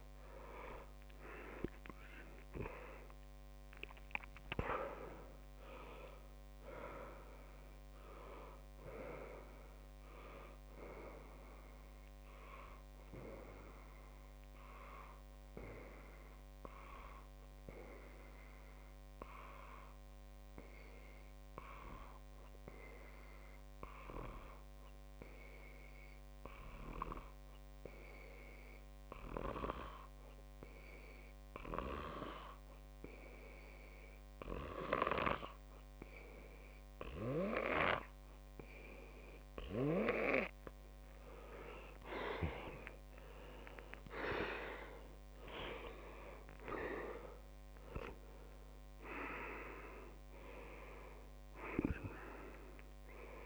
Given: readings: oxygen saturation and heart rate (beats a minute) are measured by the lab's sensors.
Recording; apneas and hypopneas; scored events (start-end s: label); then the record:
breathing in sleep by a microphone on the trachea; 1
0.00-8.00 s: tachycardia (device-marked)
7.50-9.50 s: long interval between heartbeats (device-marked, heart rate 96 before, 135 extreme)
12.00-14.00 s: long interval between heartbeats (device-marked, heart rate 117 before, 96 extreme)
12.50-41.50 s: obstructive apnea (oxygen 97% before, 92% lowest)
18.50-20.50 s: long interval between heartbeats (device-marked, heart rate 112 before, 45 extreme)
23.00-25.00 s: long interval between heartbeats (device-marked, heart rate 92 before, 43 extreme)
25.00-27.00 s: long interval between heartbeats (device-marked, heart rate 83 before, 47 extreme)
38.50-40.50 s: long interval between heartbeats (device-marked, heart rate 38 before, 26 extreme)
43.00-46.50 s: arousal
43.00-53.46 s: oxygen desaturation (device-marked, oxygen 98% before, 94% lowest)
46.50-48.50 s: long interval between heartbeats (device-marked, heart rate 31 before, 31 extreme)
51.50-53.46 s: long interval between heartbeats (device-marked)
From the record:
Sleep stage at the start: N2 (light sleep); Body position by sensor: on the back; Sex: male